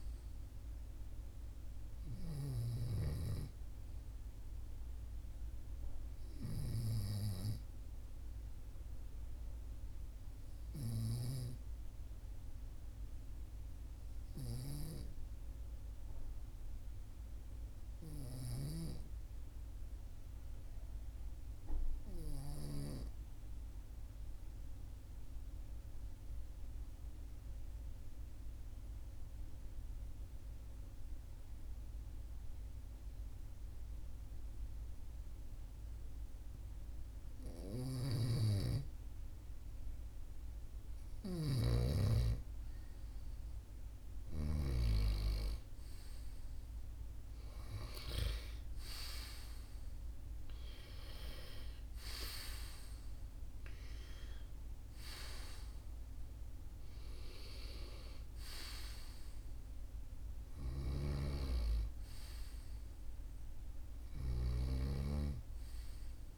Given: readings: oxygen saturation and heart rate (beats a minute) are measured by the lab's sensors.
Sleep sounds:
breathing in sleep by a room microphone; 1
0.00-6.50 s: oxygen desaturation (device-marked, oxygen 94% lowest, heart rate 43 extreme)
3.50-6.00 s: arousal
9.00-39.50 s: obstructive apnea (oxygen 98% before, 93% lowest, heart rate 45 before, 43 extreme, up 2 after)
41.00-44.00 s: arousal
42.50-66.38 s: oxygen desaturation (device-marked, oxygen 97% before, 93% lowest, heart rate 43 before, 43 extreme)
From the record:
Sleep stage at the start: N2 (light sleep); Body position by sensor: on the right side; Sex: male

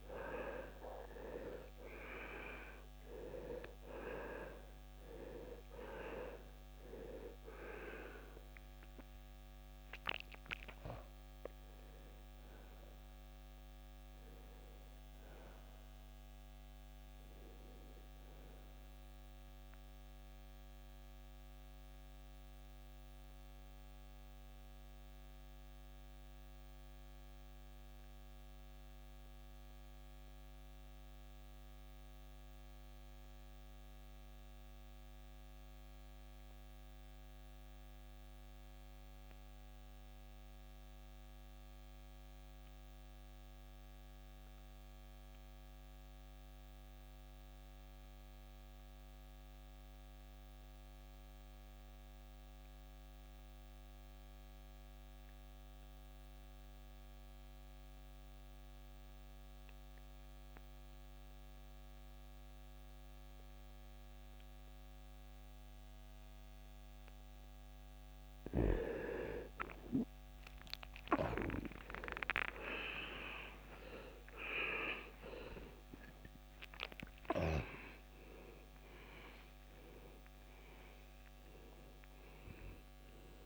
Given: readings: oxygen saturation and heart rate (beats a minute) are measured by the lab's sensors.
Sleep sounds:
breathing in sleep by a microphone on the trachea; 1
0.00-38.00 s: oxygen desaturation (device-marked, oxygen 79% lowest, heart rate 42 extreme)
21.00-67.50 s: mixed apnea (oxygen 96% before, 78% lowest, heart rate 80 before, 42 extreme, up 26 after)
56.00-83.46 s: oxygen desaturation (device-marked, oxygen 98% before, 84% lowest, heart rate 65 before, 54 extreme)
81.00-83.46 s: new sleep stage, awake
From the record:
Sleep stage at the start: N2 (light sleep); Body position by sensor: on the right side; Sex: male

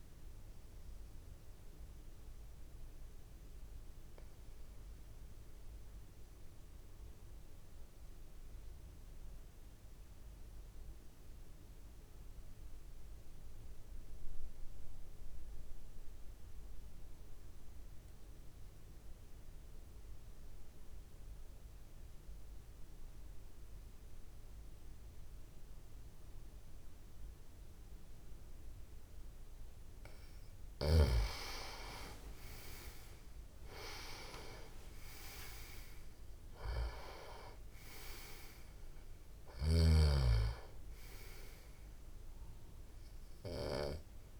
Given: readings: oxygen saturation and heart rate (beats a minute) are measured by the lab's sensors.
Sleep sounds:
breathing in sleep by a room microphone; 1
0.00-9.00 s: oxygen desaturation (device-marked, oxygen 88% lowest)
1.00-29.50 s: obstructive apnea (oxygen 97% before, 88% lowest)
25.00-44.40 s: oxygen desaturation (device-marked, oxygen 98% before, 89% lowest)
31.50-36.50 s: arousal
From the record:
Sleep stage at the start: N2 (light sleep); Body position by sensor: on the back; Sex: male

